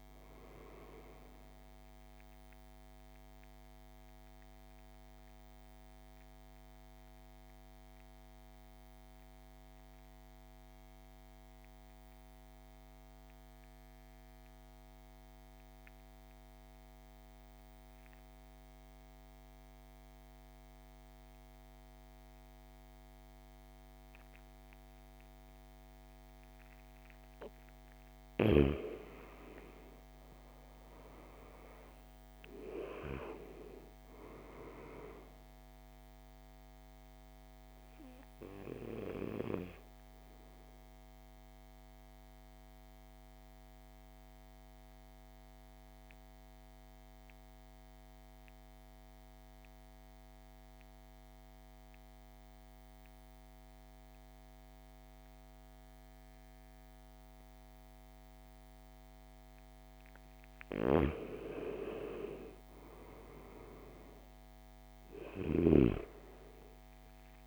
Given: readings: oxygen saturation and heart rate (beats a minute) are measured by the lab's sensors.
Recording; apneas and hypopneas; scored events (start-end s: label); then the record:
breathing in sleep by a microphone on the trachea; 2
0.00-22.50 s: oxygen desaturation (device-marked, oxygen 80% lowest, heart rate 47 extreme)
1.50-27.00 s: mixed apnea (oxygen 99% before, 80% lowest, heart rate 63 before, 47 extreme, up 12 after)
29.00-33.50 s: arousal
29.50-56.50 s: oxygen desaturation (device-marked, oxygen 99% before, 88% lowest, heart rate 53 before, 48 extreme)
41.00-59.50 s: mixed apnea (oxygen 99% before, 84% lowest, heart rate 59 before, 48 extreme, up 11 after)
61.50-65.00 s: arousal
61.50-67.47 s: oxygen desaturation (device-marked, oxygen 99% before, 87% lowest, heart rate 53 before, 48 extreme)
From the record:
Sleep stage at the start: N2 (light sleep); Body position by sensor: on the right side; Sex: male